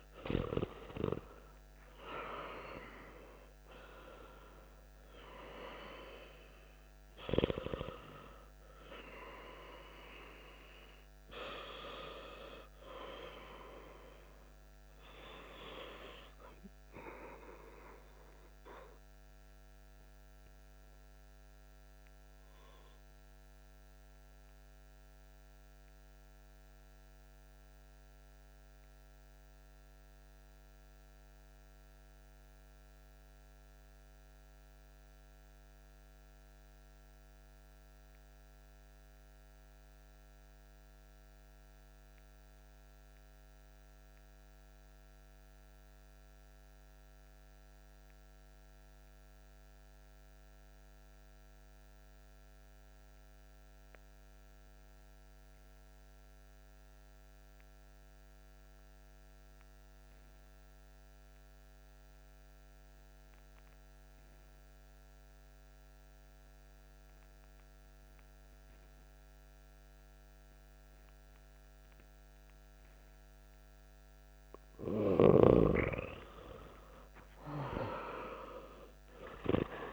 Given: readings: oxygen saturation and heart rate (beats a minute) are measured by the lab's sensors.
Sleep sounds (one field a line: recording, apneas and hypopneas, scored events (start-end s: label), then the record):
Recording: breathing in sleep by a microphone on the trachea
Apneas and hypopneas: 1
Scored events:
0.00-19.00 s: oxygen desaturation (device-marked, oxygen 86% lowest)
21.50-74.50 s: mixed apnea (oxygen 98% before, 88% lowest)
52.00-79.93 s: oxygen desaturation (device-marked, oxygen 97% before, 88% lowest)
76.00-79.93 s: arousal
From the record:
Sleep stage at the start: N2 (light sleep)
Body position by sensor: on the back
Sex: male